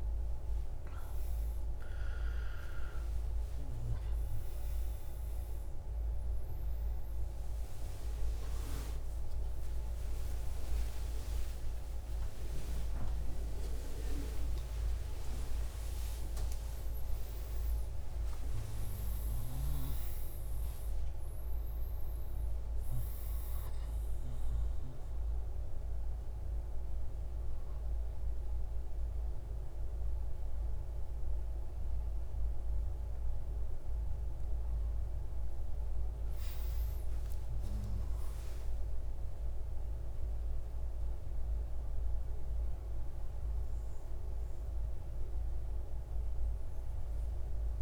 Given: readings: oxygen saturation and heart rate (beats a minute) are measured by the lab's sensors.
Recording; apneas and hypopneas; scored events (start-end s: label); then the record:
a person awake in a sleep study, hard to hear, by a room microphone; none
0.00-27.00 s: oxygen desaturation (device-marked, oxygen 85% lowest)
From the record:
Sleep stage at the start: awake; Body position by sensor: on the right side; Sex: male